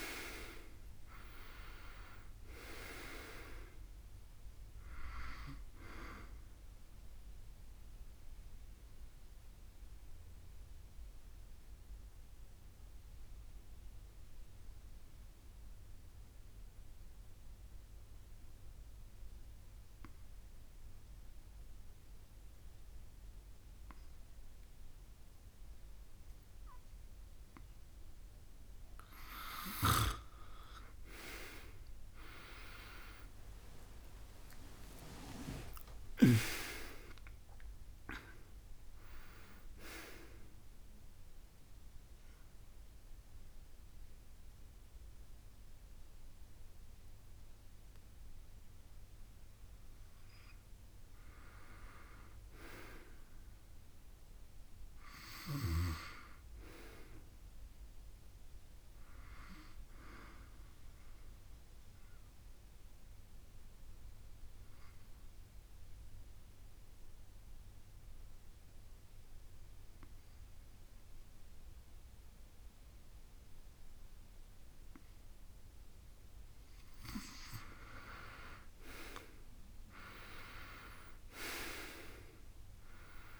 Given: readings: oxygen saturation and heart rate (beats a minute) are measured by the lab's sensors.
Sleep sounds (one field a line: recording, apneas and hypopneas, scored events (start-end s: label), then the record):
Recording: breathing in sleep by a room microphone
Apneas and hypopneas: 2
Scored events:
2.00-28.00 s: oxygen desaturation (device-marked, oxygen 97% before, 88% lowest, heart rate 67 before, 28 extreme)
8.00-28.00 s: mixed apnea (oxygen 97% before, 88% lowest, heart rate 58 before, 28 extreme, up 0 after)
31.00-35.50 s: arousal
61.00-66.00 s: oxygen desaturation (device-marked, oxygen 94% before, 91% lowest, heart rate 67 before, 26 extreme)
61.50-75.50 s: obstructive apnea (oxygen 97% before, 91% lowest, heart rate 67 before, 26 extreme, up 8 after)
77.50-82.00 s: arousal
From the record:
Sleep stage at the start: N2 (light sleep)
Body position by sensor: on the back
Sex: male